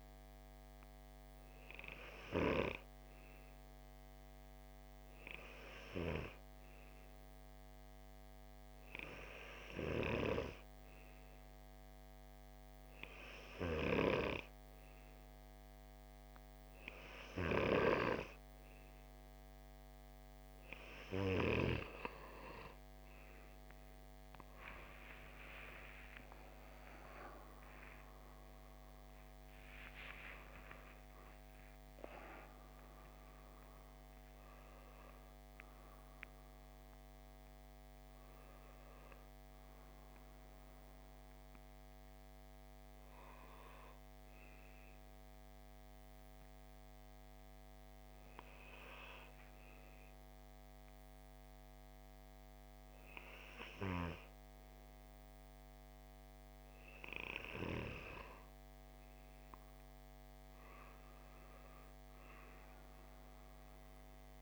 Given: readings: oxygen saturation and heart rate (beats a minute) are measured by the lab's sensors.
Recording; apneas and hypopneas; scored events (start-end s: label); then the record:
breathing in sleep by a microphone on the trachea; none
25.50-30.50 s: arousal
From the record:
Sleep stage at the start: N2 (light sleep); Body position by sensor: on the left side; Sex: male